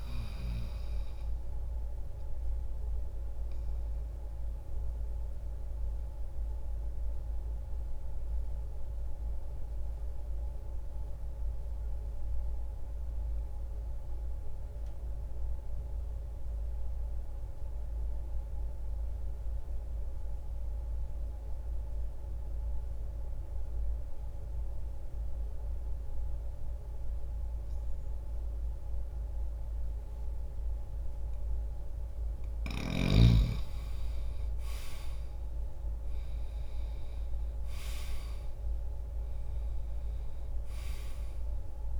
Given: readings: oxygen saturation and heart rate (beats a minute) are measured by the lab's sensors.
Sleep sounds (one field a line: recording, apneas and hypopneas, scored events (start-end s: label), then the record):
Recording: breathing in sleep, hard to hear, by a room microphone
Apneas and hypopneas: 1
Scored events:
0.00-25.00 s: oxygen desaturation (device-marked, oxygen 97% before, 82% lowest, heart rate 60 before, 60 extreme)
0.50-30.50 s: obstructive apnea (oxygen 97% before, 82% lowest, heart rate 60 before, 60 extreme, up 0 after)
32.50-37.00 s: arousal
34.00-42.00 s: oxygen desaturation (device-marked, oxygen 96% before, 82% lowest, heart rate 60 before, 60 extreme)
From the record:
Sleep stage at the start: N2 (light sleep)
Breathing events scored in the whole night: 518 in 7.1 hours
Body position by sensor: on the back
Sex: male